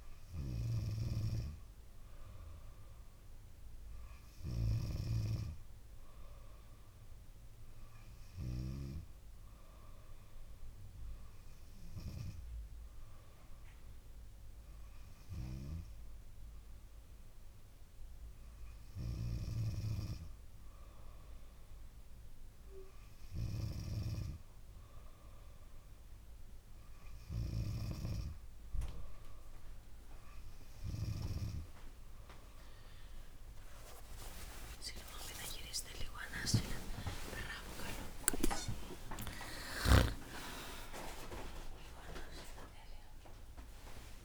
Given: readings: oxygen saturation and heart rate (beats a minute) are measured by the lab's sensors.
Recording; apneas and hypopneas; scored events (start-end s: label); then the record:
breathing in sleep by a room microphone; none
34.50-40.50 s: arousal
35.00-37.00 s: long interval between heartbeats (device-marked, heart rate 57 before, 64 extreme)
36.50-42.50 s: tachycardia (device-marked, heart rate 58 before, 117 extreme)
37.50-39.50 s: long interval between heartbeats (device-marked, heart rate 59 before, 84 extreme)
39.50-41.50 s: long interval between heartbeats (device-marked, heart rate 62 before, 101 extreme)
From the record:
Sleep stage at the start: N2 (light sleep); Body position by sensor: on the back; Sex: female